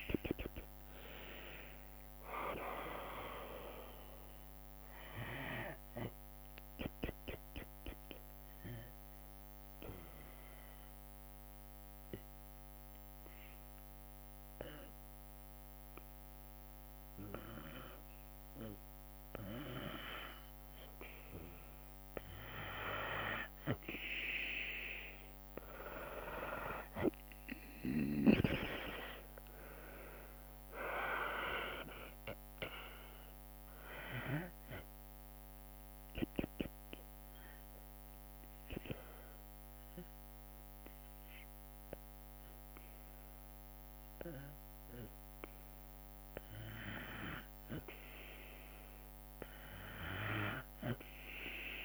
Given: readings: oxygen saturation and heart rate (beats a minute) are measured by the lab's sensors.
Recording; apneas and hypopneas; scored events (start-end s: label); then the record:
breathing in sleep by a microphone on the trachea; 2
0.00-11.00 s: drop in pulse transit time (device-marked, heart rate 57 extreme)
0.00-16.00 s: oxygen desaturation (device-marked, oxygen 91% lowest, heart rate 54 extreme)
0.50-4.50 s: arousal
7.50-20.00 s: mixed apnea (oxygen 97% before, 92% lowest, heart rate 69 before, 55 extreme, up 14 after)
24.00-27.50 s: arousal
27.00-39.00 s: drop in pulse transit time (device-marked, heart rate 62 before, 66 extreme)
27.00-44.00 s: oxygen desaturation (device-marked, oxygen 97% before, 92% lowest, heart rate 62 before, 57 extreme)
35.00-46.50 s: obstructive apnea (oxygen 97% before, 92% lowest, heart rate 67 before, 57 extreme, up 7 after)
49.00-51.85 s: arousal
From the record:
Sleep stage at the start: N2 (light sleep); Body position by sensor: on the back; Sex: female